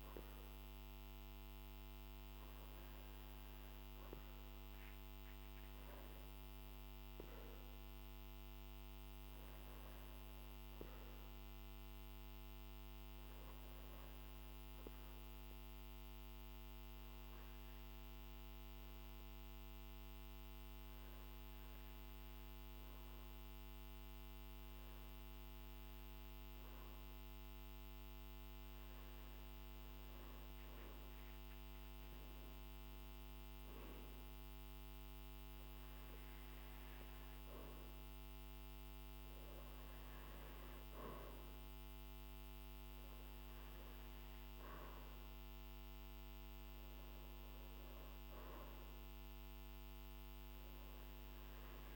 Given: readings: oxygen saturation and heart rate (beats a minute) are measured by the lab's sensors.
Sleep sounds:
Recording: breathing in sleep, hard to hear, by a microphone on the trachea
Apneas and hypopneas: 1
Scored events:
5.50-9.50 s: arousal
16.00-30.00 s: obstructive apnea (oxygen 95% before, 94% lowest, heart rate 51 before, 49 extreme, up 8 after)
31.50-34.50 s: arousal
From the record:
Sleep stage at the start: N2 (light sleep)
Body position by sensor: on the back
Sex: male

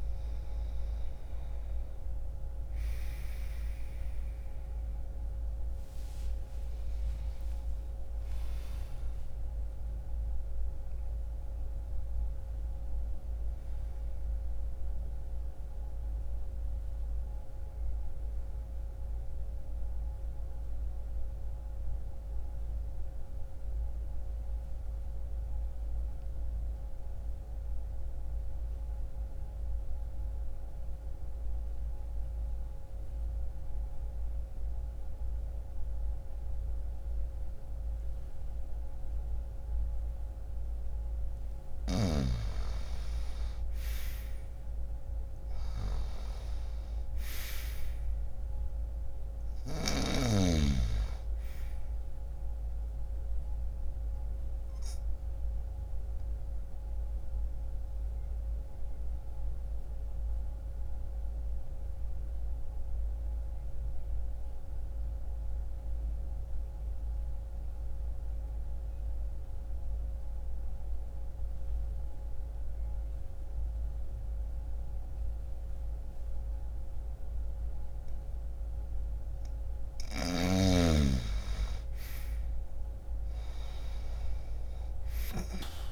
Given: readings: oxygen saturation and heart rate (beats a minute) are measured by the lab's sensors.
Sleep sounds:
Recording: breathing in sleep by a room microphone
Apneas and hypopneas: 2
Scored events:
0.00-27.50 s: oxygen desaturation (device-marked, oxygen 84% lowest, heart rate 60 extreme)
5.00-10.50 s: arousal
19.00-41.00 s: mixed apnea (oxygen 97% before, 84% lowest, heart rate 61 before, 60 extreme, up 2 after)
21.50-85.92 s: new sleep stage, N2 (light sleep)
42.50-71.50 s: oxygen desaturation (device-marked, oxygen 99% before, 86% lowest, heart rate 62 before, 60 extreme)
43.00-47.00 s: arousal
53.00-78.00 s: obstructive apnea (oxygen 99% before, 86% lowest, heart rate 62 before, 60 extreme, up 0 after)
80.50-85.92 s: oxygen desaturation (device-marked, oxygen 97% before, 86% lowest, heart rate 60 before, 59 extreme)
82.00-85.92 s: arousal
From the record:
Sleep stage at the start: N1 (lightest sleep)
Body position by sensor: on the right side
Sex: male

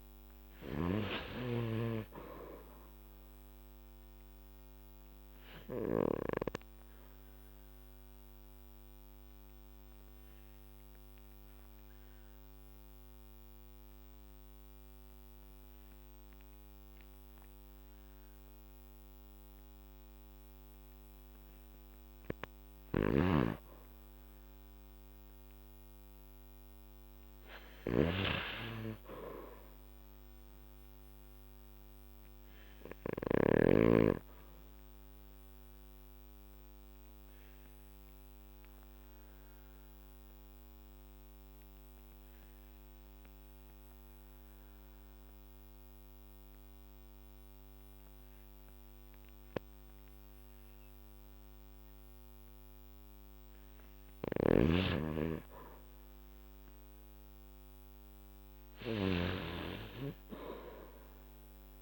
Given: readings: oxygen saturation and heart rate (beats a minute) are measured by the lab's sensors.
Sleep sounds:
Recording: breathing in sleep by a microphone on the trachea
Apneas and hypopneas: 2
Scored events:
0.00-4.50 s: oxygen desaturation (device-marked, oxygen 94% lowest, heart rate 52 extreme)
0.00-6.00 s: snoring (device-marked)
6.00-22.00 s: obstructive apnea (oxygen 98% before, 91% lowest, heart rate 53 before, 48 extreme, up 6 after)
22.50-33.50 s: snoring (device-marked)
24.50-28.00 s: arousal
24.50-35.50 s: oxygen desaturation (device-marked, oxygen 96% before, 91% lowest, heart rate 55 before, 48 extreme)
35.50-52.50 s: obstructive apnea (oxygen 96% before, 91% lowest, heart rate 55 before, 48 extreme, up 10 after)
52.50-59.50 s: oxygen desaturation (device-marked, oxygen 96% before, 92% lowest, heart rate 52 before, 49 extreme)
54.00-59.50 s: snoring (device-marked)
56.50-60.50 s: arousal
From the record:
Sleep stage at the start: N2 (light sleep)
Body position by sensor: on the back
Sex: male

